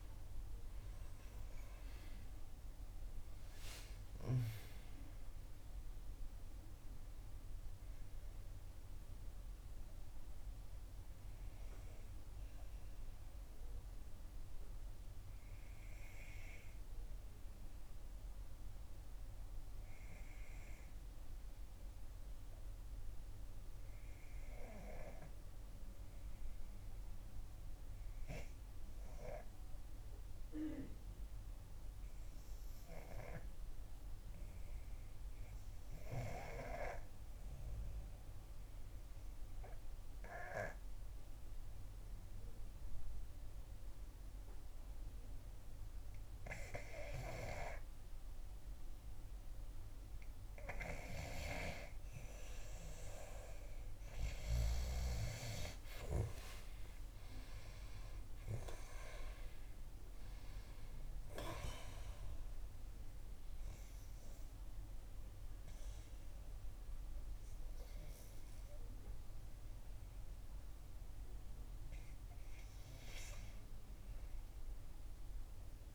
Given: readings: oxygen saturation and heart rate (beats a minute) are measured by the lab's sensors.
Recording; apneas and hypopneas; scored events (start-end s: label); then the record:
breathing in sleep by a room microphone; 1
0.00-13.50 s: oxygen desaturation (device-marked, oxygen 84% lowest, heart rate 63 extreme)
4.00-9.50 s: arousal
17.50-50.50 s: obstructive apnea (oxygen 97% before, 88% lowest, heart rate 71 before, 63 extreme, up 4 after)
37.50-75.50 s: oxygen desaturation (device-marked, oxygen 97% before, 89% lowest, heart rate 64 before, 63 extreme)
55.50-60.00 s: arousal
From the record:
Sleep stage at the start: N2 (light sleep); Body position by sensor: on the back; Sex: female